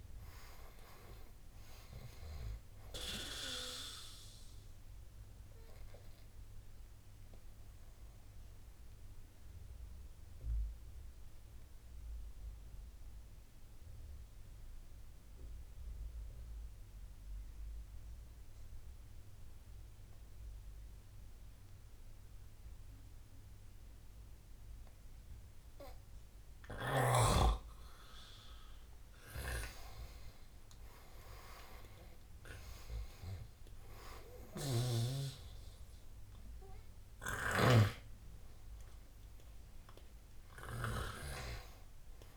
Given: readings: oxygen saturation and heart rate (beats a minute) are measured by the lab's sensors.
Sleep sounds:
breathing in sleep by a room microphone; 1
0.00-2.00 s: arousal
0.00-23.50 s: oxygen desaturation (device-marked, oxygen 85% lowest, heart rate 74 extreme)
6.50-25.50 s: obstructive apnea (oxygen 99% before, 85% lowest, heart rate 78 before, 74 extreme, up 4 after)
28.50-32.00 s: arousal
35.50-42.37 s: oxygen desaturation (device-marked, oxygen 97% before, 87% lowest, heart rate 79 before, 73 extreme)
From the record:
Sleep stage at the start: N2 (light sleep); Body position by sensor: on the right side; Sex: male

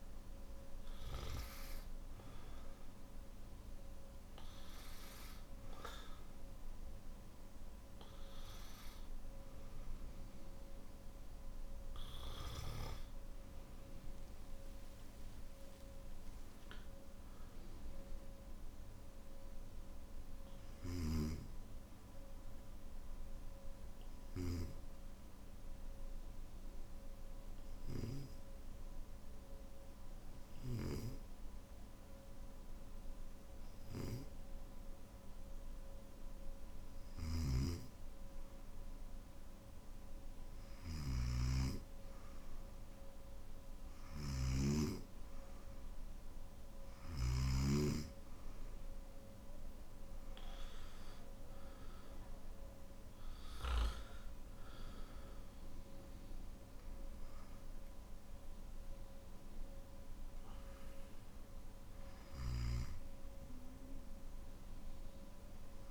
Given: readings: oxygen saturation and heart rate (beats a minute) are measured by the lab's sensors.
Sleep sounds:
breathing in sleep by a room microphone; 1
14.50-16.50 s: long interval between heartbeats (device-marked, heart rate 60 before, 67 extreme)
23.50-36.00 s: obstructive apnea (oxygen 99% before, 95% lowest, heart rate 61 before, 50 extreme, up 8 after)
40.50-47.00 s: snoring (device-marked)
41.50-53.50 s: oxygen desaturation (device-marked, oxygen 98% before, 95% lowest, heart rate 52 before, 50 extreme)
From the record:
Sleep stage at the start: N1 (lightest sleep); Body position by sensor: on the back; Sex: male

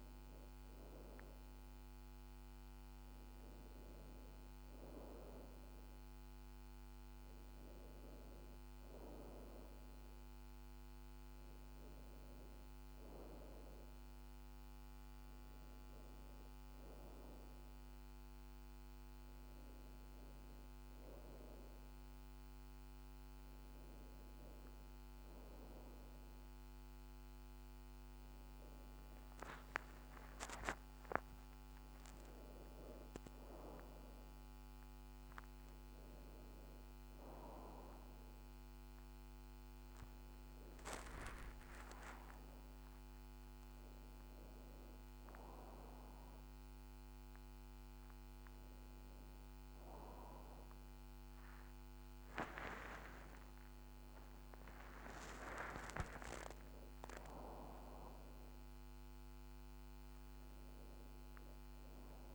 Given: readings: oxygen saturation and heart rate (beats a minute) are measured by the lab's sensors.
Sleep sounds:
a person partly awake in a sleep study, by a microphone on the trachea; none
39.50-62.35 s: new sleep stage, awake
From the record:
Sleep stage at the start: N1 (lightest sleep); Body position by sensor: on the back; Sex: female

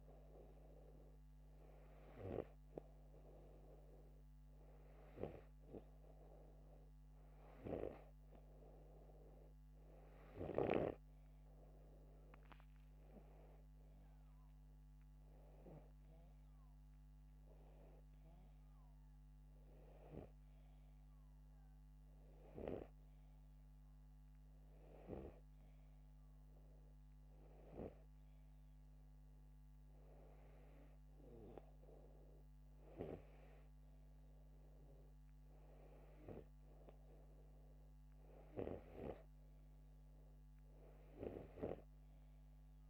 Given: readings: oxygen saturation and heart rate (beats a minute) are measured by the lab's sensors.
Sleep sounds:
breathing in sleep by a microphone on the trachea; none
none scored
From the record:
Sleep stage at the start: N2 (light sleep); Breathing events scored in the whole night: 122 in 5.9 hours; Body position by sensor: upright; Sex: male

